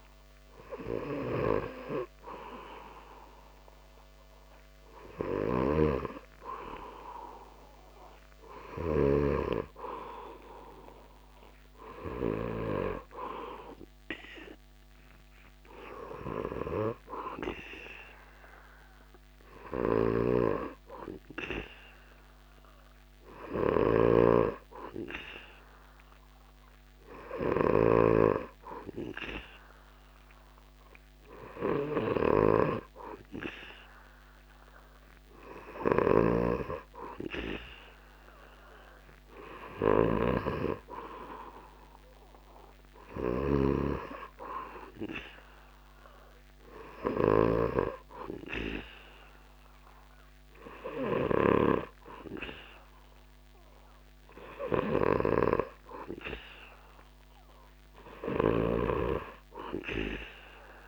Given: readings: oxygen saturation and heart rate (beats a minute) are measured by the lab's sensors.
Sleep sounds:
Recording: breathing in sleep by a microphone on the trachea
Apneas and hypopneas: none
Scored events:
5.00-9.00 s: snoring (device-marked)
19.50-27.50 s: snoring (device-marked)
35.50-51.00 s: snoring (device-marked)
58.00-60.88 s: snoring (device-marked)
From the record:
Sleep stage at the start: N2 (light sleep)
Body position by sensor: on the back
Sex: male

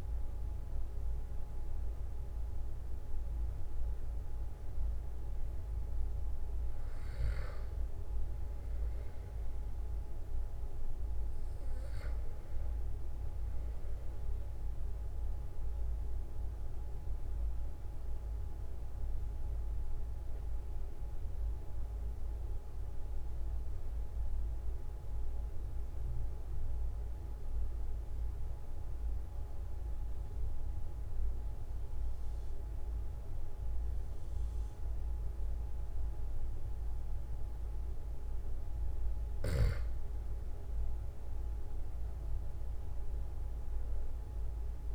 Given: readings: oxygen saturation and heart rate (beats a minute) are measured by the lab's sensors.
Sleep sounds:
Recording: breathing in sleep, hard to hear, by a room microphone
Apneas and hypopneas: 1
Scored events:
0.00-4.50 s: arousal
16.50-39.00 s: obstructive apnea (oxygen 96% before, 93% lowest, heart rate 46 before, 42 extreme, up 2 after)
41.50-44.95 s: arousal
From the record:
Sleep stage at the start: N2 (light sleep)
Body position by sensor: on the back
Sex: male

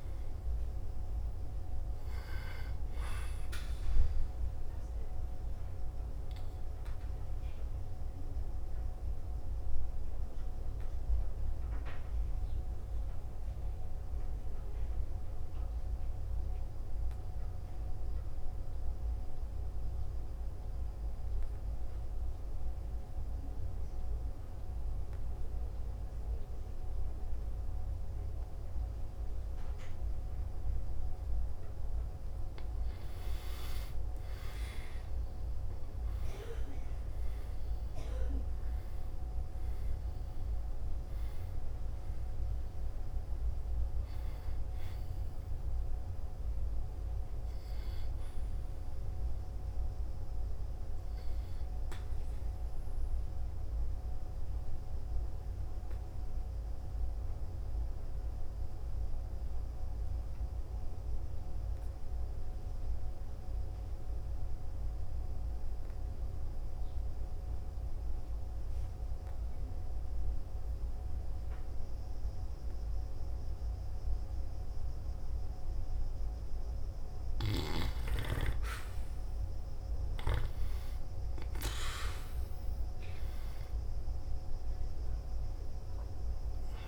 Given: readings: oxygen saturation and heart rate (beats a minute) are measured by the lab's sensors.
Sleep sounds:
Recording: breathing in sleep, hard to hear, by a room microphone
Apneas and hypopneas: 2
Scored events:
4.50-23.50 s: oxygen desaturation (device-marked, oxygen 98% before, 91% lowest, heart rate 60 before, 54 extreme)
5.50-32.50 s: obstructive apnea (oxygen 98% before, 89% lowest, heart rate 60 before, 54 extreme, up 4 after)
34.00-38.00 s: arousal
35.50-51.50 s: oxygen desaturation (device-marked, oxygen 98% before, 91% lowest, heart rate 57 before, 57 extreme)
53.00-77.50 s: obstructive apnea (oxygen 98% before, 87% lowest, heart rate 58 before, 55 extreme, up 2 after)
53.50-76.50 s: oxygen desaturation (device-marked, oxygen 94% before, 89% lowest, heart rate 59 before, 55 extreme)
81.00-85.50 s: arousal
82.50-86.88 s: oxygen desaturation (device-marked, oxygen 98% before, 87% lowest, heart rate 57 before, 56 extreme)
From the record:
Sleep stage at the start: N2 (light sleep)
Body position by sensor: on the back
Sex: male

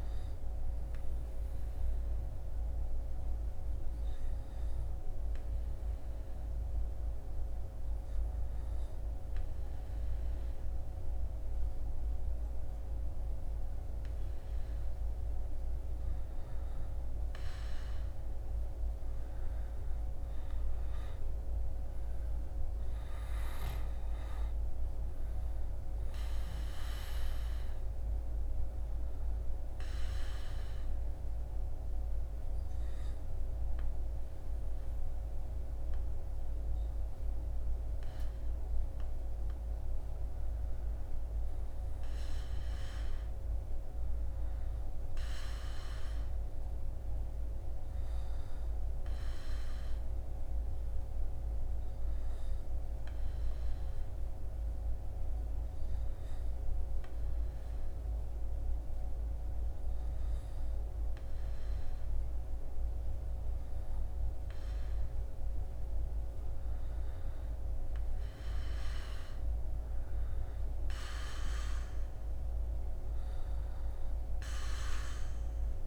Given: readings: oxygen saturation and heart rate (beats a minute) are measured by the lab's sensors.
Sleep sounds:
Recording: breathing in sleep, hard to hear, by a room microphone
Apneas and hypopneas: 3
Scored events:
1.00-16.00 s: obstructive apnea (oxygen 98% before, 95% lowest, heart rate 66 before, 63 extreme, up 10 after)
17.50-21.50 s: arousal
29.50-39.50 s: obstructive apnea (oxygen 98% before, 95% lowest, heart rate 70 before, 60 extreme, up 13 after)
41.50-47.00 s: arousal
53.00-64.50 s: obstructive apnea (oxygen 98% before, 95% lowest, heart rate 69 before, 60 extreme, up 15 after)
67.50-72.00 s: arousal
From the record:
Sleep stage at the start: N2 (light sleep)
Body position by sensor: on the back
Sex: male

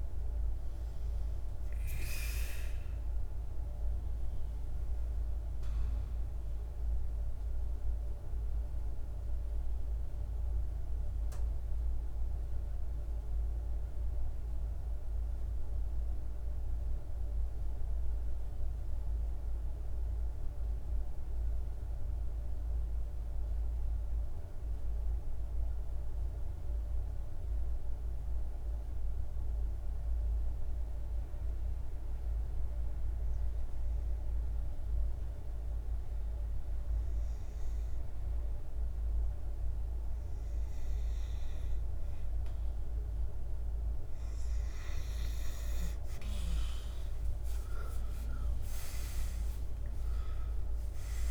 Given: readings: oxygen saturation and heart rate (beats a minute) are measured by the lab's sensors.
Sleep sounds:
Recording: breathing in sleep, hard to hear, by a room microphone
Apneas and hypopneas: 1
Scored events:
0.00-16.00 s: oxygen desaturation (device-marked, oxygen 91% lowest, heart rate 48 extreme)
5.00-40.50 s: mixed apnea (oxygen 98% before, 90% lowest, heart rate 55 before, 48 extreme, up 3 after)
31.00-51.31 s: oxygen desaturation (device-marked, oxygen 99% before, 90% lowest, heart rate 48 before, 47 extreme)
46.50-51.31 s: arousal
From the record:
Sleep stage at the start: N2 (light sleep)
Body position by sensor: on the back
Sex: male

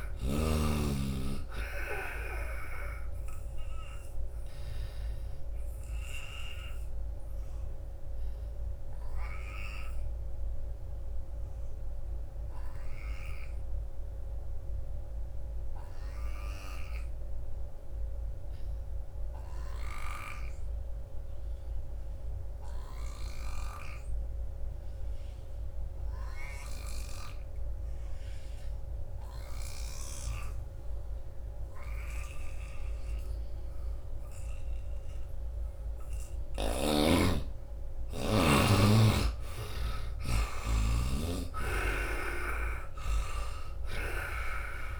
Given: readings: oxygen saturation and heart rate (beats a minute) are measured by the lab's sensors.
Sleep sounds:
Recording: breathing in sleep by a room microphone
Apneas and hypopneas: 1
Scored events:
0.00-17.00 s: oxygen desaturation (device-marked, oxygen 72% lowest, heart rate 73 extreme)
4.00-34.50 s: obstructive apnea (oxygen 98% before, 72% lowest, heart rate 79 before, 75 extreme, up 8 after)
24.00-45.00 s: oxygen desaturation (device-marked, oxygen 98% before, 74% lowest, heart rate 84 before, 67 extreme)
36.00-40.50 s: arousal
From the record:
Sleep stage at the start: N2 (light sleep)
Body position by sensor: on the right side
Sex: male

